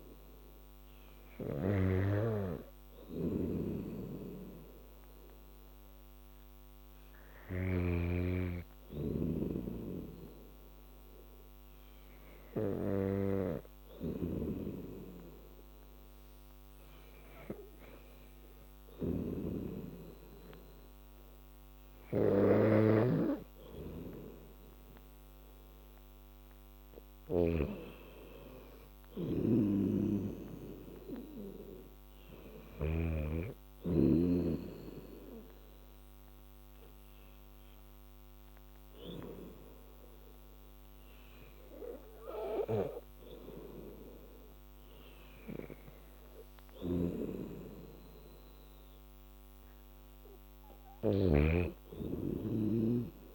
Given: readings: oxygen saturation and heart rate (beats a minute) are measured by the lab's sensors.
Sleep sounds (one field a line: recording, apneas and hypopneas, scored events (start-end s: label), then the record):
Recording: breathing in sleep by a microphone on the trachea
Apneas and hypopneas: none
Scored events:
0.00-8.00 s: snoring (device-marked)
14.00-27.50 s: snoring (device-marked)
29.50-33.00 s: snoring (device-marked)
46.50-53.35 s: snoring (device-marked)
From the record:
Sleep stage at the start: N2 (light sleep)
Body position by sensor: on the back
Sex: female